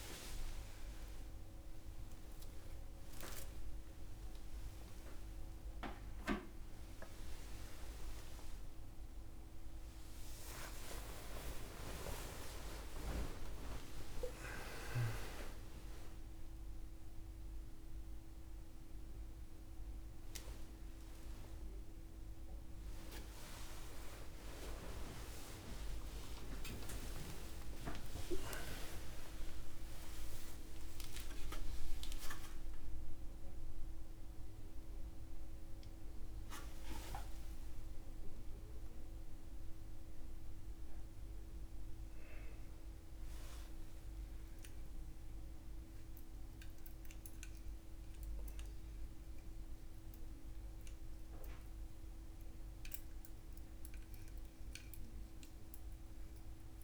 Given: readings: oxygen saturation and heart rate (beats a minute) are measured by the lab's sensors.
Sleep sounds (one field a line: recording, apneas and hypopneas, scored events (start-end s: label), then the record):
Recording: a person awake in a sleep study, by a room microphone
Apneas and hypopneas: none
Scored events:
none scored
From the record:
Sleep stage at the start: awake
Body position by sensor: on the back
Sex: male